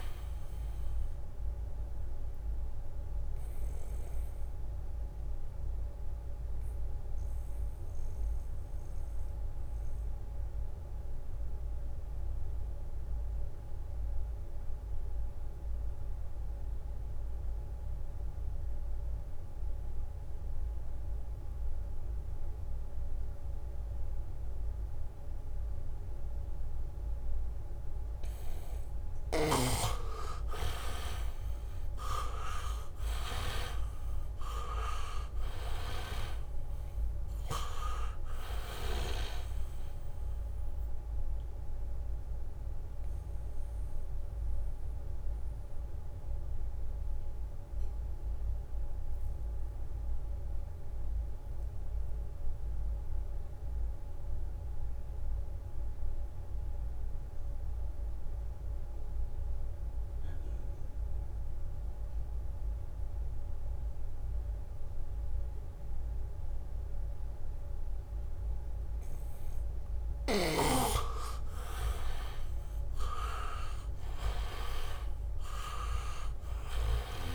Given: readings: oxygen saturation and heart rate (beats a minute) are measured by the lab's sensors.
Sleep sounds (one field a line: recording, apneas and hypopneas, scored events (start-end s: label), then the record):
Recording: breathing in sleep by a room microphone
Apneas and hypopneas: 2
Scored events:
0.00-19.00 s: oxygen desaturation (device-marked, oxygen 78% lowest, heart rate 64 extreme)
4.50-28.00 s: obstructive apnea (oxygen 99% before, 76% lowest, heart rate 70 before, 64 extreme, up 2 after)
21.00-23.50 s: leg movement (device-marked)
25.00-57.00 s: oxygen desaturation (device-marked, oxygen 98% before, 76% lowest, heart rate 72 before, 64 extreme)
25.50-28.00 s: leg movement (device-marked)
31.00-34.50 s: arousal
42.50-69.50 s: mixed apnea (oxygen 98% before, 76% lowest, heart rate 69 before, 64 extreme)
49.00-58.00 s: leg movement (device-marked)
68.00-77.35 s: oxygen desaturation (device-marked, oxygen 99% before, 77% lowest, heart rate 74 before, 64 extreme)
70.50-77.35 s: leg movement (device-marked)
73.00-77.35 s: arousal
From the record:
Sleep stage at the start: N2 (light sleep)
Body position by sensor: on the back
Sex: male